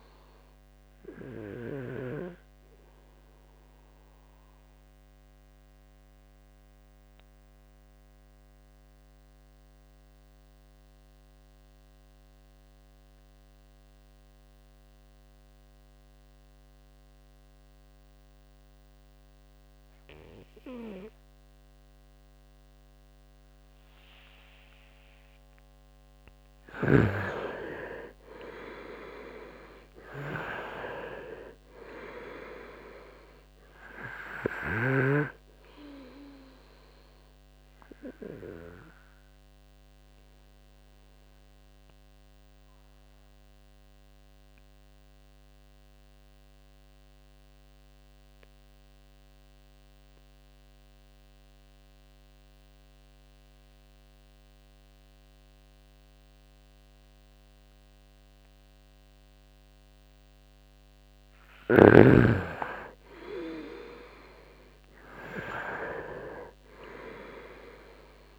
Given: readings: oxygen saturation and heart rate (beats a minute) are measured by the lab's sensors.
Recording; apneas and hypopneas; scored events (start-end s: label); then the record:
breathing in sleep by a microphone on the trachea; 2
0.00-14.50 s: oxygen desaturation (device-marked, oxygen 86% lowest, heart rate 58 extreme)
1.50-25.50 s: obstructive apnea (oxygen 99% before, 85% lowest, heart rate 66 before, 63 extreme, up 3 after)
27.00-31.50 s: arousal
30.50-53.50 s: oxygen desaturation (device-marked, oxygen 97% before, 85% lowest, heart rate 67 before, 64 extreme)
36.50-60.00 s: obstructive apnea (oxygen 97% before, 85% lowest, heart rate 67 before, 64 extreme, up 2 after)
61.50-65.00 s: arousal
62.50-68.39 s: oxygen desaturation (device-marked, oxygen 98% before, 88% lowest, heart rate 68 before, 64 extreme)
From the record:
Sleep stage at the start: N2 (light sleep); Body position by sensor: on the right side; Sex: male